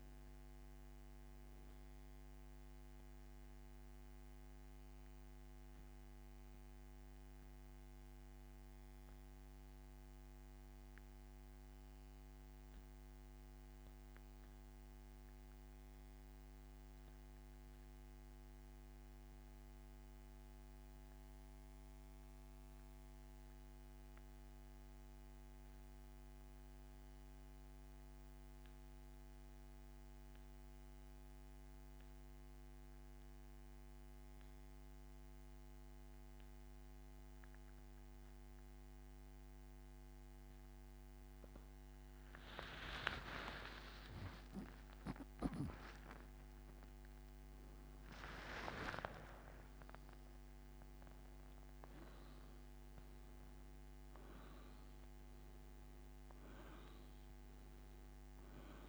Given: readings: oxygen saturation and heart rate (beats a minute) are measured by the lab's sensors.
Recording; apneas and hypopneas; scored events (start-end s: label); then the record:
breathing in sleep by a microphone on the trachea; 1
5.50-41.00 s: central apnea (oxygen 97% before, 88% lowest, heart rate 87 before, 68 extreme, up 15 after)
20.50-34.50 s: oxygen desaturation (device-marked, oxygen 93% before, 89% lowest, heart rate 82 before, 68 extreme)
43.50-48.50 s: arousal
From the record:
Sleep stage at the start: N2 (light sleep); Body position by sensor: on the back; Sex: male